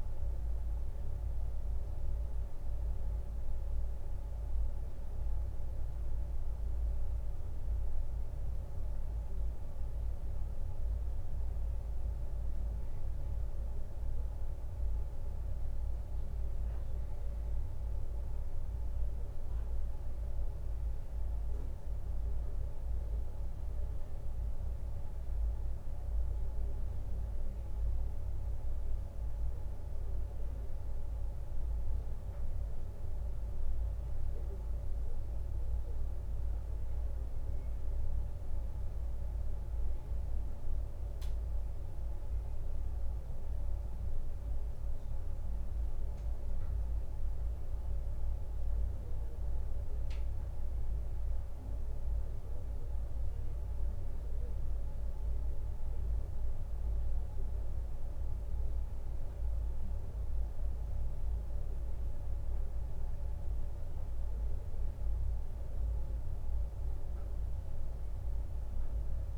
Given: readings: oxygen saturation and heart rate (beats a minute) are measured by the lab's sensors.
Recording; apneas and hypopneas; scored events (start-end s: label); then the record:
breathing in sleep, hard to hear, by a room microphone; none
none scored
From the record:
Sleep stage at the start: N2 (light sleep); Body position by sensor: on the right side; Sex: male